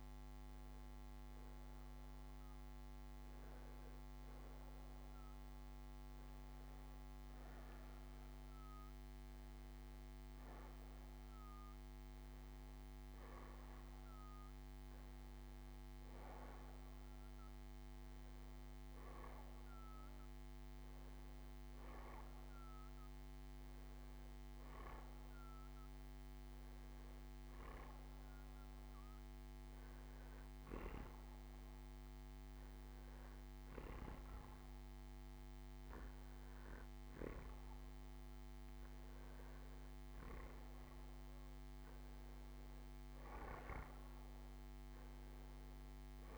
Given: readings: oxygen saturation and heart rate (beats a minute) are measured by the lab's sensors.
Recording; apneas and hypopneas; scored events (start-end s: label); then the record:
breathing in sleep, hard to hear, by a microphone on the trachea; none
25.50-46.38 s: new sleep stage, N2 (light sleep)
From the record:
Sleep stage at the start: N1 (lightest sleep); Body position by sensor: on the back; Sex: male